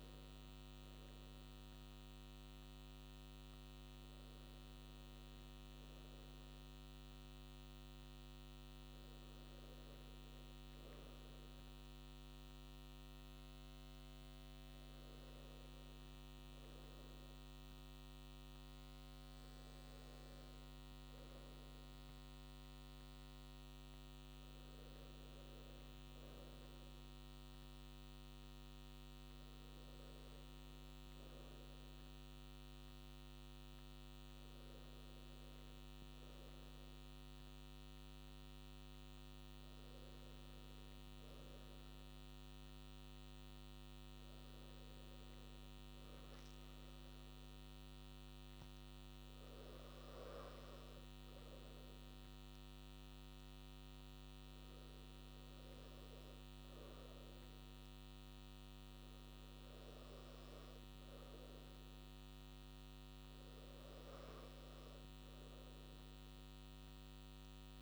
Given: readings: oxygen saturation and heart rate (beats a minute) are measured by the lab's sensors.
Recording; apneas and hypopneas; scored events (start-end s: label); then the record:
breathing in sleep, hard to hear, by a microphone on the trachea; none
none scored
From the record:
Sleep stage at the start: N2 (light sleep); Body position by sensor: on the right side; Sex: male